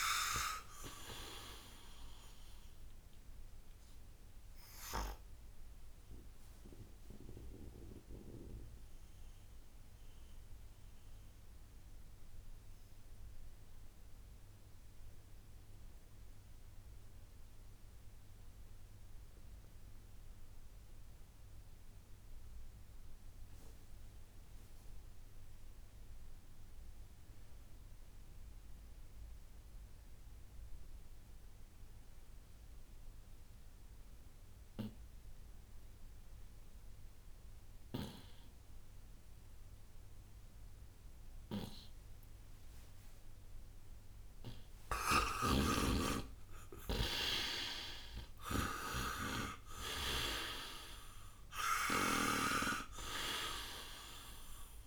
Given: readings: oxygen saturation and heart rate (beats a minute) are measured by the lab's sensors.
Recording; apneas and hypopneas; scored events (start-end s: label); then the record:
breathing in sleep by a room microphone; 1
0.00-24.00 s: oxygen desaturation (device-marked, oxygen 78% lowest, heart rate 57 extreme)
3.50-42.00 s: obstructive apnea (oxygen 96% before, 78% lowest, heart rate 77 before, 57 extreme, up 19 after)
33.00-54.87 s: oxygen desaturation (device-marked, oxygen 99% before, 80% lowest, heart rate 60 before, 56 extreme)
45.00-49.00 s: arousal
45.00-52.50 s: snoring (device-marked)
From the record:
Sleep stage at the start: N2 (light sleep); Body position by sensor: on the right side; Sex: male